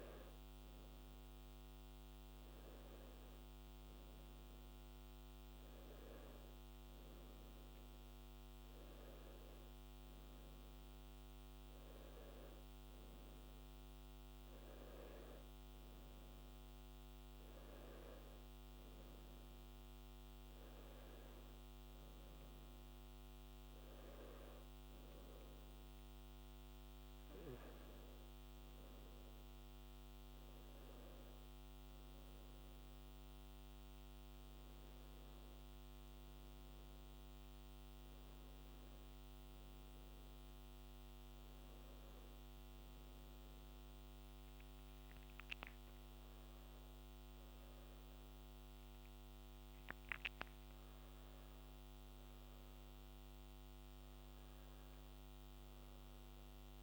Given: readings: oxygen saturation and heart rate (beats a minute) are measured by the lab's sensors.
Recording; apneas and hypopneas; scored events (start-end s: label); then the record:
breathing in sleep, hard to hear, by a microphone on the trachea; none
none scored
From the record:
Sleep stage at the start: N2 (light sleep); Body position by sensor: on the back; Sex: male